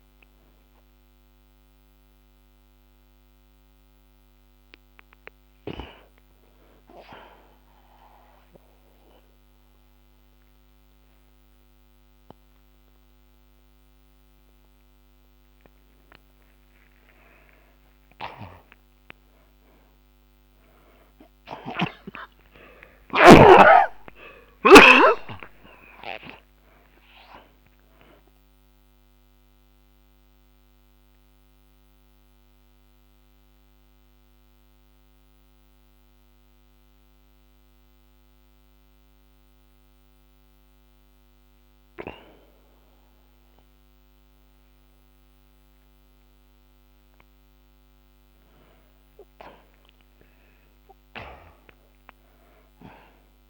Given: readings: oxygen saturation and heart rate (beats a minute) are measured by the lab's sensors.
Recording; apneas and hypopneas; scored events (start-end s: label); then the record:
breathing in sleep by a microphone on the trachea; 2
2.00-14.00 s: oxygen desaturation (device-marked, oxygen 93% before, 76% lowest)
7.50-17.50 s: obstructive apnea (oxygen 95% before, 76% lowest)
21.50-26.50 s: arousal
22.00-34.00 s: oxygen desaturation (device-marked, oxygen 97% before, 91% lowest)
30.00-48.00 s: mixed apnea (oxygen 97% before, 80% lowest)
36.00-46.00 s: oxygen desaturation (device-marked, oxygen 92% before, 89% lowest)
49.00-52.50 s: arousal
52.00-53.50 s: oxygen desaturation (device-marked, oxygen 98% before, 81% lowest)
From the record:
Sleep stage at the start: N2 (light sleep); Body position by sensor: on the back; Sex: male